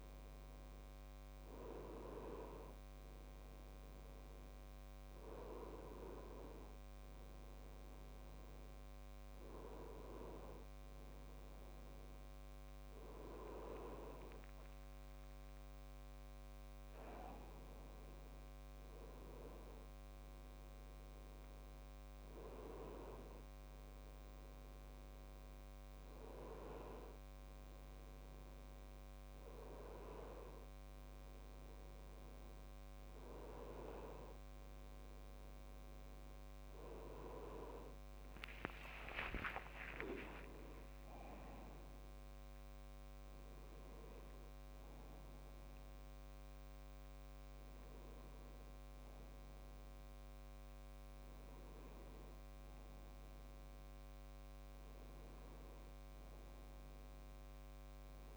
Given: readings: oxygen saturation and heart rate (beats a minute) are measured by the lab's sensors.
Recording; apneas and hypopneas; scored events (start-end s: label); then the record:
breathing in sleep by a microphone on the trachea; none
32.00-58.37 s: new sleep stage, N1 (lightest sleep)
38.50-43.00 s: arousal
From the record:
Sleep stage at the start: N2 (light sleep); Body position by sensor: on the back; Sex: male